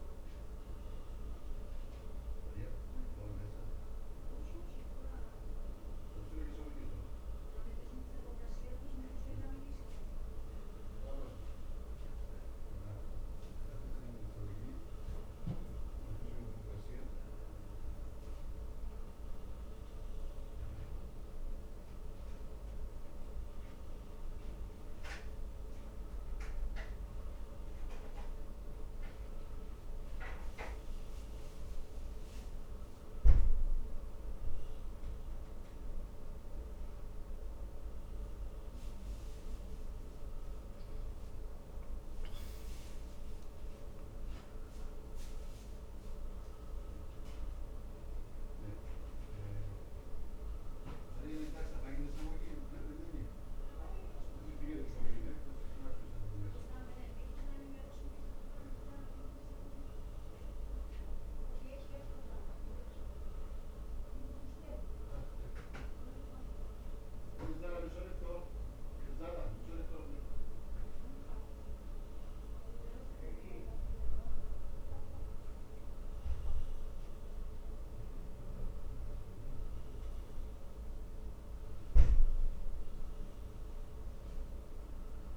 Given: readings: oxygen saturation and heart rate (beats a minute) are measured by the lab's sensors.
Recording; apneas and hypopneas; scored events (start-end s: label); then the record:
a person awake in a sleep study, by a room microphone; none
44.00-68.00 s: oxygen desaturation (device-marked, oxygen 96% before, 92% lowest, heart rate 70 before, 67 extreme)
From the record:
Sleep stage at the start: awake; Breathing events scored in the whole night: 168 in 3.0 hours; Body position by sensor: on the back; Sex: male